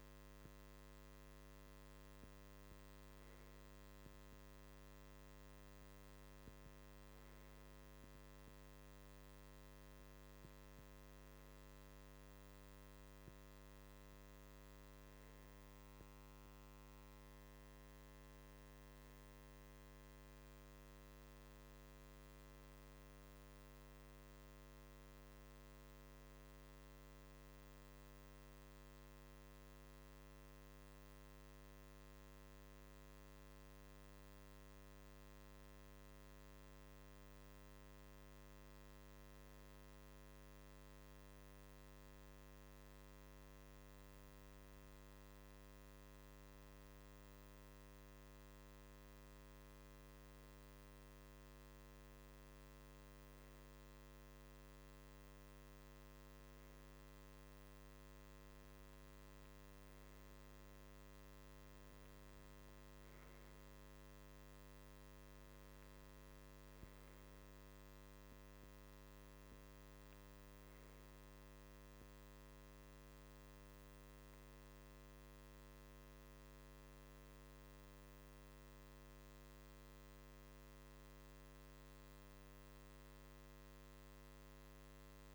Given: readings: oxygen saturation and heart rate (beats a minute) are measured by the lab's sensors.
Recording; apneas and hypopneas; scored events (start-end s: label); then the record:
breathing in sleep, hard to hear, by a microphone on the trachea; none
none scored
From the record:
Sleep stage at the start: REM sleep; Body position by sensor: on the right side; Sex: male